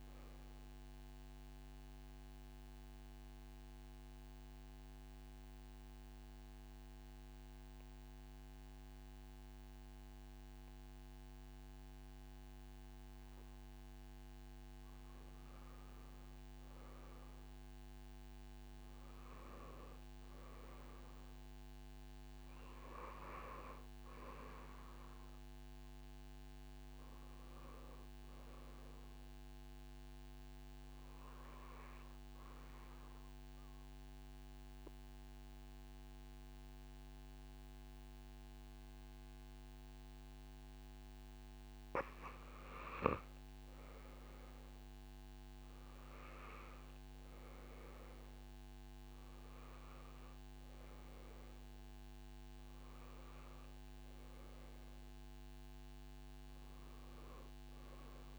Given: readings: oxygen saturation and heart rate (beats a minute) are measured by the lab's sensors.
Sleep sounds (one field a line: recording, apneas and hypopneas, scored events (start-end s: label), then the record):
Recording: breathing in sleep, hard to hear, by a microphone on the trachea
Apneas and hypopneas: 2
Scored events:
2.00-14.00 s: central apnea (oxygen 93% before, 88% lowest)
17.00-20.50 s: arousal
21.50-29.50 s: oxygen desaturation (device-marked, oxygen 99% before, 94% lowest)
33.00-43.00 s: mixed apnea (oxygen 99% before, 90% lowest)
43.50-58.38 s: oxygen desaturation (device-marked, oxygen 95% before, 91% lowest)
45.50-51.00 s: arousal
From the record:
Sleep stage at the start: N2 (light sleep)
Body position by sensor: on the back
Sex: female